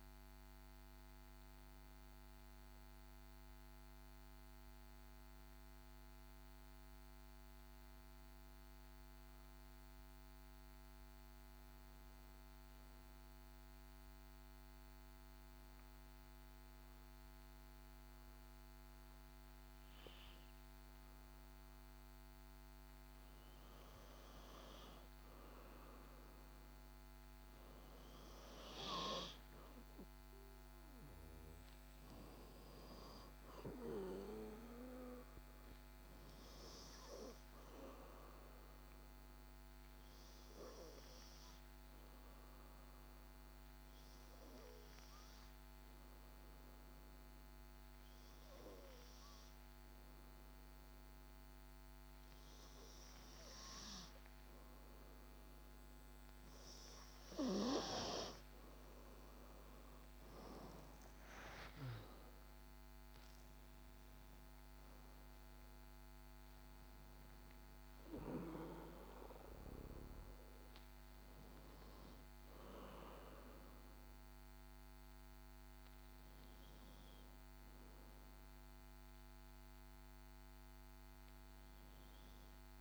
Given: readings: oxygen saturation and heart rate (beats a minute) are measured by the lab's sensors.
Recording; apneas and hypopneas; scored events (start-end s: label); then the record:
breathing in sleep by a microphone on the trachea; 2
0.00-10.50 s: oxygen desaturation (device-marked, oxygen 90% lowest, heart rate 52 extreme)
12.00-15.50 s: arousal
16.50-27.00 s: obstructive apnea (oxygen 97% before, 90% lowest, heart rate 54 before, 54 extreme, up 4 after)
30.50-33.50 s: arousal
30.50-66.50 s: oxygen desaturation (device-marked, oxygen 97% before, 92% lowest, heart rate 59 before, 48 extreme)
40.00-58.50 s: obstructive apnea (oxygen 97% before, 90% lowest, heart rate 59 before, 51 extreme, up 10 after)
60.00-65.00 s: arousal
81.50-82.81 s: oxygen desaturation (device-marked, oxygen 93% before, 90% lowest, heart rate 58 before, 48 extreme)
From the record:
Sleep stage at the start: N2 (light sleep); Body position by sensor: on the back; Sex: female